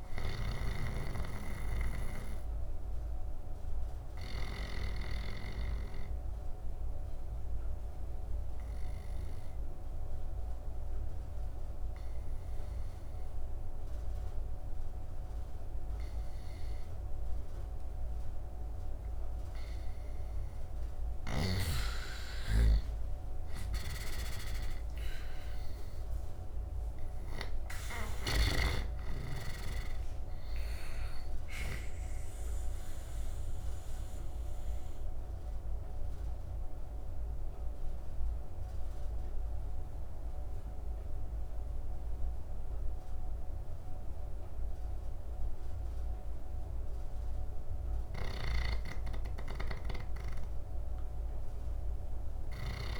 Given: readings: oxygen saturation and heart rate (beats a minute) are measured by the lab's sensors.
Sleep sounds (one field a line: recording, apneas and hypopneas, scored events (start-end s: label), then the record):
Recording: breathing in sleep by a room microphone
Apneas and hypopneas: 2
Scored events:
0.00-12.50 s: oxygen desaturation (device-marked, oxygen 89% lowest, heart rate 76 extreme)
0.50-20.00 s: obstructive apnea (oxygen 98% before, 87% lowest, heart rate 75 before, 75 extreme, up 6 after)
20.50-27.00 s: snoring (device-marked)
23.00-26.50 s: arousal
26.50-47.50 s: oxygen desaturation (device-marked, oxygen 98% before, 87% lowest, heart rate 79 before, 73 extreme)
33.50-48.50 s: obstructive apnea (oxygen 98% before, 87% lowest, heart rate 79 before, 73 extreme, up 1 after)
47.50-52.50 s: snoring (device-marked)
50.50-53.00 s: arousal
From the record:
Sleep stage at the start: N2 (light sleep)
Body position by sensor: on the right side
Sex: male